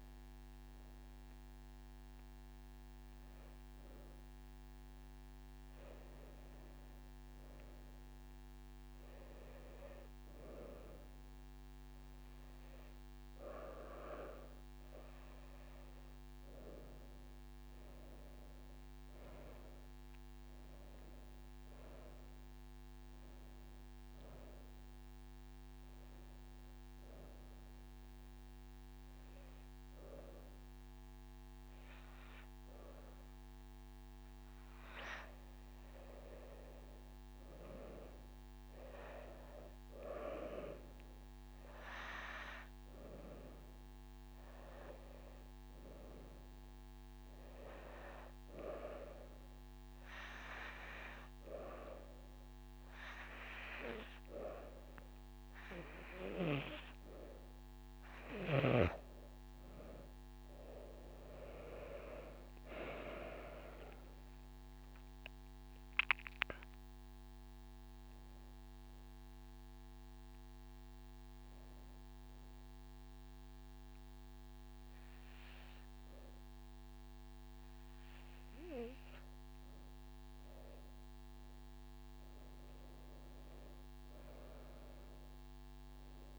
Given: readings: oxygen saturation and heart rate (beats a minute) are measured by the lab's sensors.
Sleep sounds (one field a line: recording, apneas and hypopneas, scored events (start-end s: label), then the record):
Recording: breathing in sleep by a microphone on the trachea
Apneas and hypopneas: 3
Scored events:
7.50-9.50 s: long interval between heartbeats (device-marked)
20.00-27.00 s: drop in pulse transit time (device-marked)
21.00-23.50 s: arousal
25.50-27.50 s: long interval between heartbeats (device-marked)
25.50-37.00 s: hypopnea (oxygen 98% before, 92% lowest)
32.00-34.00 s: long interval between heartbeats (device-marked)
34.50-36.50 s: long interval between heartbeats (device-marked)
39.00-44.00 s: drop in pulse transit time (device-marked)
39.50-44.00 s: arousal
47.50-49.50 s: long interval between heartbeats (device-marked)
48.50-59.50 s: hypopnea (oxygen 97% before, 92% lowest)
56.50-58.50 s: long interval between heartbeats (device-marked)
59.50-61.50 s: long interval between heartbeats (device-marked)
61.00-64.50 s: arousal
63.00-80.00 s: oxygen desaturation (device-marked, oxygen 96% before, 92% lowest)
69.00-81.00 s: hypopnea (oxygen 97% before, 92% lowest)
72.50-74.50 s: long interval between heartbeats (device-marked)
81.00-86.00 s: drop in pulse transit time (device-marked)
82.50-85.00 s: arousal
From the record:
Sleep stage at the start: N2 (light sleep)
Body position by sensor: on the back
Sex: female